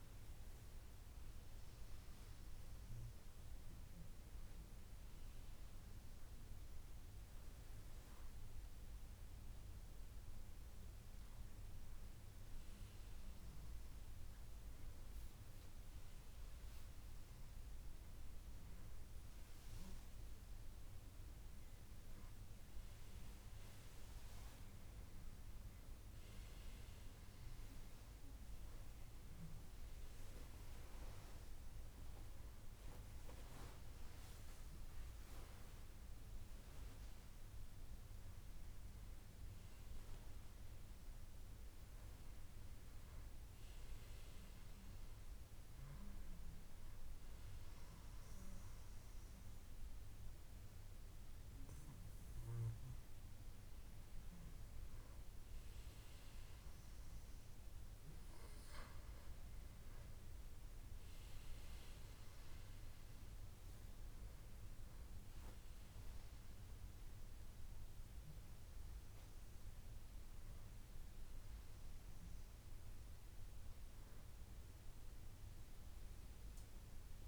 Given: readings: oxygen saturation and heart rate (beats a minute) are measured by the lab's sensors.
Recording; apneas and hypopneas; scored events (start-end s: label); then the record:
breathing in sleep, hard to hear, by a room microphone; none
none scored
From the record:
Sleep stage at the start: N2 (light sleep); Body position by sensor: on the back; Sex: male